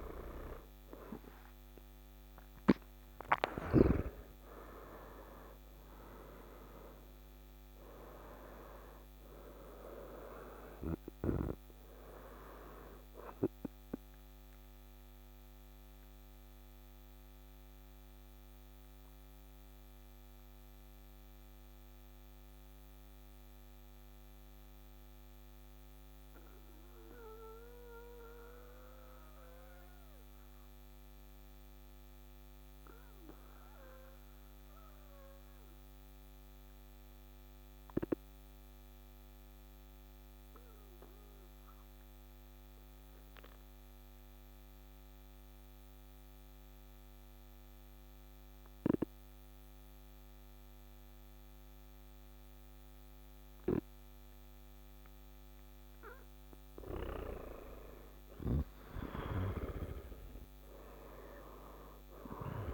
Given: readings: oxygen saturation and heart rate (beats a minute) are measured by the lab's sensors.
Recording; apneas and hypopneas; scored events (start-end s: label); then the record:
breathing in sleep by a microphone on the trachea; 1
0.00-3.00 s: arousal
0.00-33.50 s: oxygen desaturation (device-marked, oxygen 89% lowest, heart rate 51 extreme)
14.50-55.00 s: obstructive apnea (oxygen 99% before, 89% lowest, heart rate 63 before, 51 extreme, up 10 after)
56.50-61.00 s: arousal
From the record:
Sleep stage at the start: N2 (light sleep); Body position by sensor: on the back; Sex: male